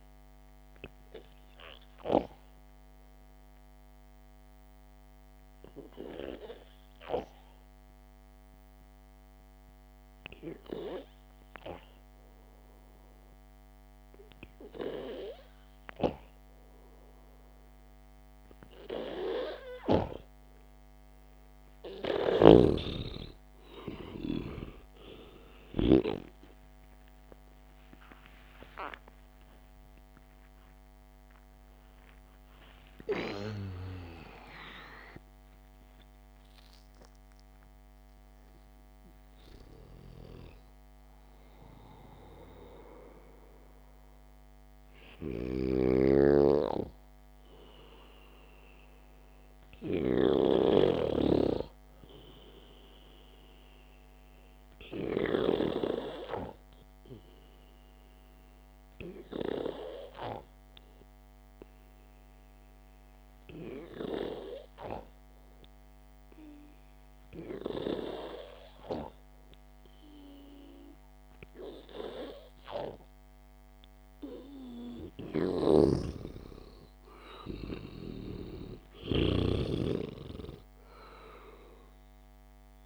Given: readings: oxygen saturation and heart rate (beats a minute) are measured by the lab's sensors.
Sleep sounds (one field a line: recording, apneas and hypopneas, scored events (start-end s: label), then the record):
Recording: breathing in sleep by a microphone on the trachea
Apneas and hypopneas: 2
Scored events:
5.00-20.50 s: obstructive apnea (oxygen 95% before, 93% lowest, heart rate 58 before, 55 extreme, up 7 after)
29.00-34.00 s: arousal
33.50-35.50 s: long interval between heartbeats (device-marked, heart rate 65 before, 95 extreme)
40.50-51.00 s: snoring (device-marked)
59.00-76.00 s: hypopnea (oxygen 98% before, 93% lowest, heart rate 75 before, 59 extreme, up 5 after)
76.00-82.85 s: snoring (device-marked)
77.50-81.00 s: arousal
77.50-82.85 s: oxygen desaturation (device-marked, oxygen 96% before, 93% lowest, heart rate 63 before, 59 extreme)
From the record:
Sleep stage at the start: N2 (light sleep)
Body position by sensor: on the back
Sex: male